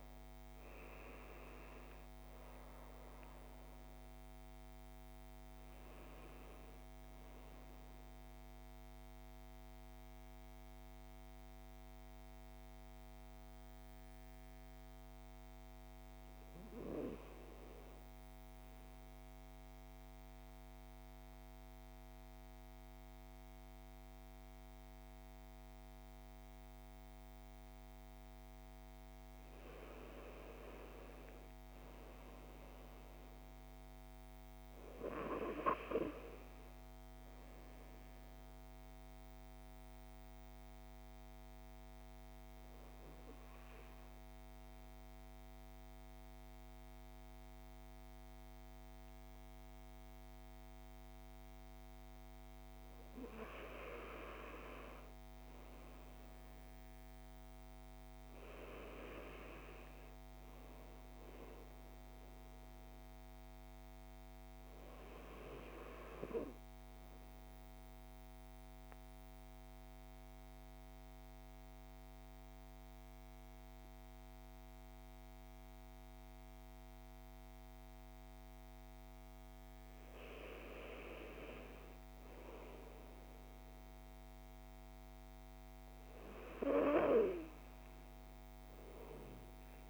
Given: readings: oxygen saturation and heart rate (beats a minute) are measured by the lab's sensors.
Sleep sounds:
breathing in sleep by a microphone on the trachea; 3
0.00-15.00 s: oxygen desaturation (device-marked, oxygen 91% lowest)
6.00-89.90 s: new sleep stage, N2 (light sleep)
8.50-28.00 s: mixed apnea (oxygen 99% before, 91% lowest)
30.50-33.50 s: arousal
34.00-52.00 s: oxygen desaturation (device-marked, oxygen 98% before, 93% lowest)
39.50-52.50 s: obstructive apnea (oxygen 98% before, 93% lowest)
57.00-60.00 s: arousal
62.00-76.00 s: oxygen desaturation (device-marked, oxygen 97% before, 93% lowest)
67.00-80.00 s: mixed apnea (oxygen 97% before, 93% lowest)
84.50-88.50 s: arousal
From the record:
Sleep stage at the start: N1 (lightest sleep); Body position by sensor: on the back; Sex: male

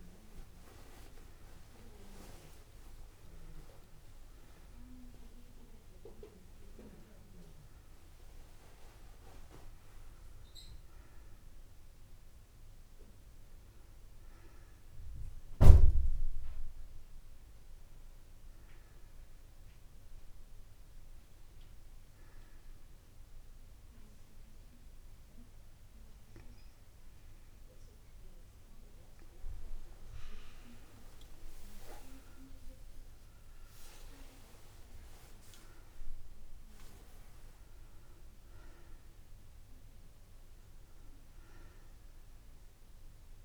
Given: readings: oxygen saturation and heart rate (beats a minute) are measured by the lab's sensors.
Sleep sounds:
breathing in sleep by a room microphone; none
41.50-43.45 s: arousal
From the record:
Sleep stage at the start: N2 (light sleep); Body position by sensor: on the right side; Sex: female

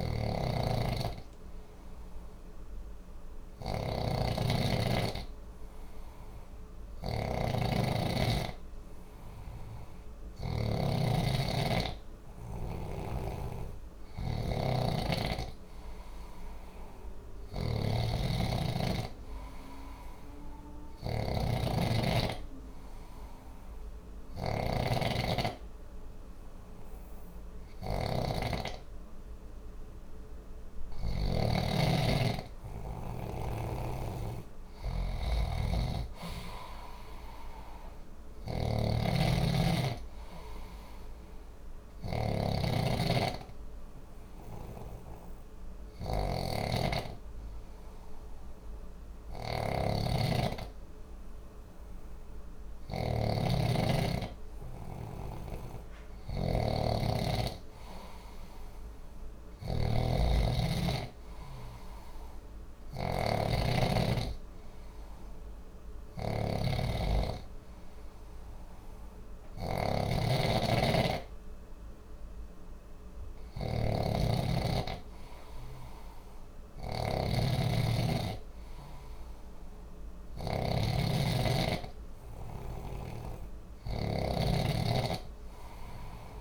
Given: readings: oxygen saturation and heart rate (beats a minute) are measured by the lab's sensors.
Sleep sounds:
breathing in sleep by a room microphone; none
0.00-10.50 s: snoring (device-marked)
12.50-31.00 s: snoring (device-marked)
38.00-86.41 s: snoring (device-marked)
From the record:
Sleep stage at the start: N2 (light sleep); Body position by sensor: on the back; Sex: male

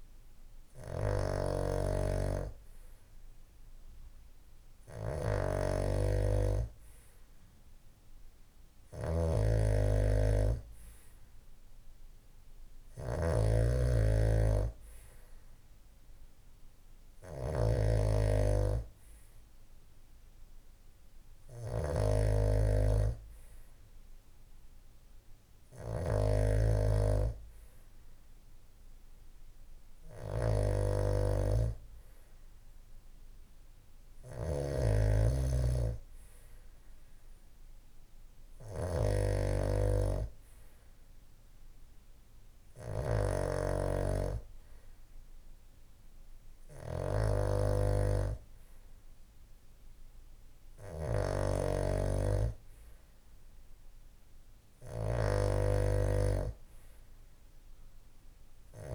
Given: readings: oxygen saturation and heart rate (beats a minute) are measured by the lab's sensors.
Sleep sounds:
breathing in sleep by a room microphone; none
0.00-34.50 s: snoring (device-marked)
42.50-58.95 s: snoring (device-marked)
From the record:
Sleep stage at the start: N2 (light sleep); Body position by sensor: on the back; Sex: male

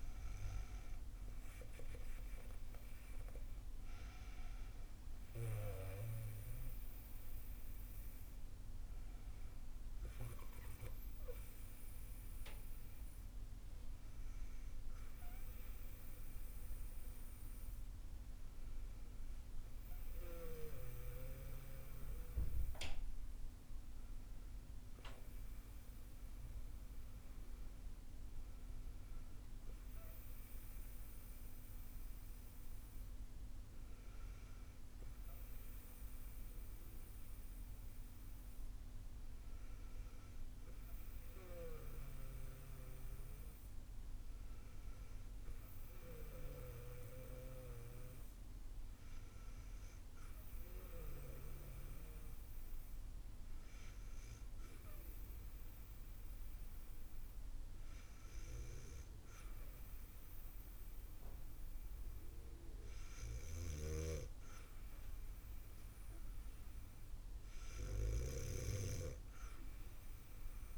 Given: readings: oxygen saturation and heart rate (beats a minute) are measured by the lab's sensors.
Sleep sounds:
breathing in sleep by a room microphone; none
none scored
From the record:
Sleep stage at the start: N2 (light sleep); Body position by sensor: on the back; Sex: female

